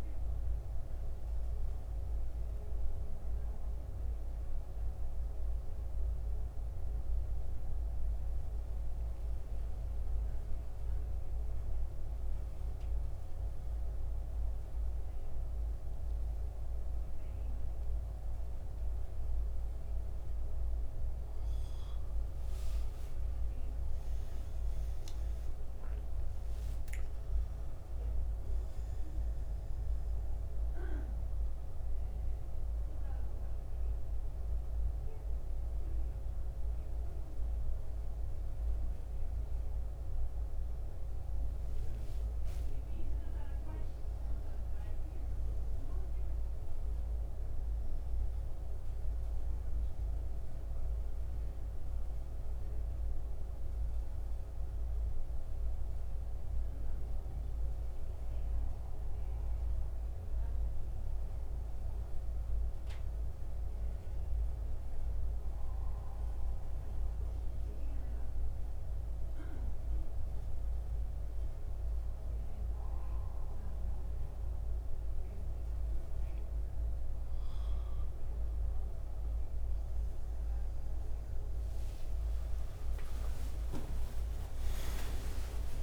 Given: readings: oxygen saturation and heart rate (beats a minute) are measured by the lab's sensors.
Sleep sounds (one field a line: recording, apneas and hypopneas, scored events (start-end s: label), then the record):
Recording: breathing in sleep, hard to hear, by a room microphone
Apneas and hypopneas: 2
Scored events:
0.00-5.00 s: oxygen desaturation (device-marked, oxygen 84% lowest, heart rate 68 extreme)
6.00-21.00 s: central apnea (oxygen 93% before, 86% lowest, heart rate 78 before, 68 extreme, up 16 after)
23.00-27.00 s: arousal
26.00-54.00 s: oxygen desaturation (device-marked, oxygen 94% before, 86% lowest, heart rate 71 before, 63 extreme)
26.00-56.00 s: new sleep stage, N1 (lightest sleep)
56.00-85.83 s: new sleep stage, N2 (light sleep)
57.00-77.50 s: mixed apnea (oxygen 94% before, 87% lowest, heart rate 76 before, 70 extreme)
80.00-84.00 s: arousal
From the record:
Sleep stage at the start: N2 (light sleep)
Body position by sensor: on the back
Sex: male